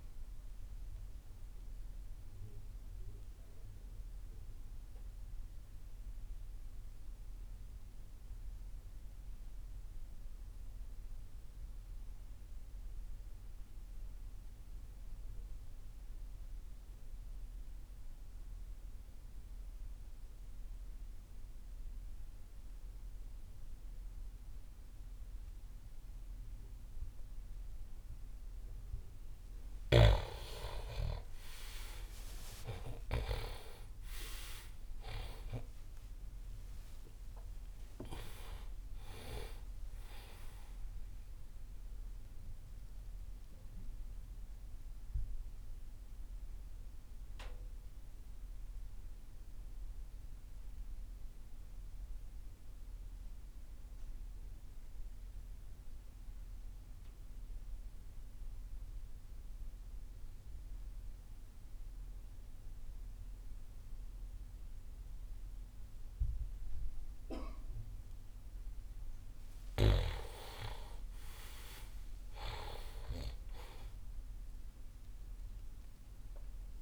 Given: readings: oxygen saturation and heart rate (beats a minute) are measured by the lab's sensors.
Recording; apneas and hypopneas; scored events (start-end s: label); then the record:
breathing in sleep by a room microphone; 2
0.00-14.00 s: oxygen desaturation (device-marked, oxygen 86% lowest)
1.50-30.00 s: mixed apnea (oxygen 99% before, 83% lowest)
31.00-36.00 s: arousal
32.00-58.00 s: oxygen desaturation (device-marked, oxygen 98% before, 83% lowest)
44.50-70.00 s: mixed apnea (oxygen 99% before, 80% lowest)
69.00-76.82 s: oxygen desaturation (device-marked, oxygen 99% before, 84% lowest)
71.00-76.00 s: arousal
From the record:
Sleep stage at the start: N2 (light sleep); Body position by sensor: on the back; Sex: male